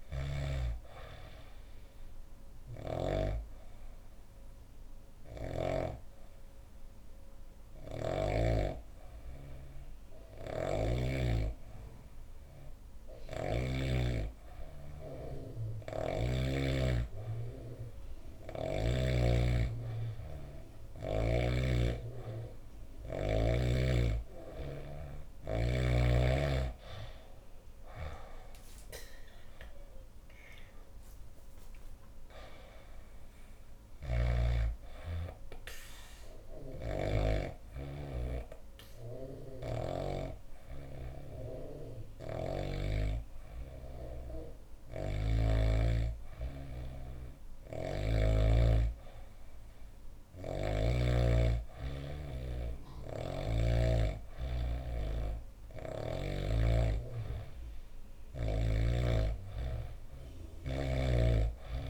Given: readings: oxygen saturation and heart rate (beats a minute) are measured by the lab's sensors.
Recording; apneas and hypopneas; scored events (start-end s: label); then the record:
breathing in sleep by a room microphone; 2
0.00-9.50 s: oxygen desaturation (device-marked, oxygen 91% lowest, heart rate 65 extreme)
2.00-5.50 s: snoring (device-marked)
3.50-17.50 s: hypopnea (oxygen 97% before, 92% lowest, heart rate 69 before, 65 extreme, up 4 after)
12.50-16.00 s: snoring (device-marked)
19.50-24.00 s: arousal
21.50-44.50 s: oxygen desaturation (device-marked, oxygen 96% before, 92% lowest, heart rate 67 before, 62 extreme)
35.00-46.50 s: hypopnea (oxygen 96% before, 91% lowest, heart rate 70 before, 62 extreme, up 4 after)
36.00-39.50 s: snoring (device-marked)
41.50-45.00 s: snoring (device-marked)
47.00-50.50 s: snoring (device-marked)
48.00-51.50 s: arousal
From the record:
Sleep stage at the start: N2 (light sleep); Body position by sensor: on the back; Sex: female